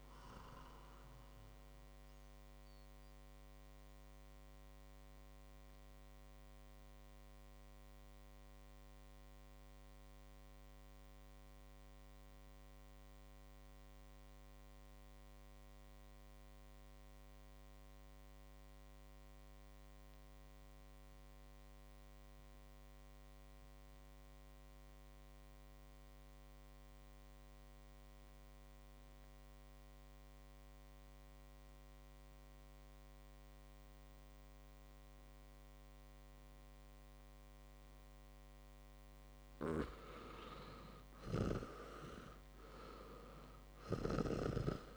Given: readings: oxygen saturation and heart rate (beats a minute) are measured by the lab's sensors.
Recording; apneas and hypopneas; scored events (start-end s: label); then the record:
breathing in sleep by a microphone on the trachea; 1
0.00-20.50 s: oxygen desaturation (device-marked, oxygen 84% lowest, heart rate 49 extreme)
2.00-39.00 s: mixed apnea (oxygen 99% before, 84% lowest, heart rate 73 before, 49 extreme, up 13 after)
34.50-44.97 s: oxygen desaturation (device-marked, oxygen 100% before, 85% lowest, heart rate 54 before, 52 extreme)
40.50-44.50 s: arousal
From the record:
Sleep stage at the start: REM sleep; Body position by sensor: on the back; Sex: male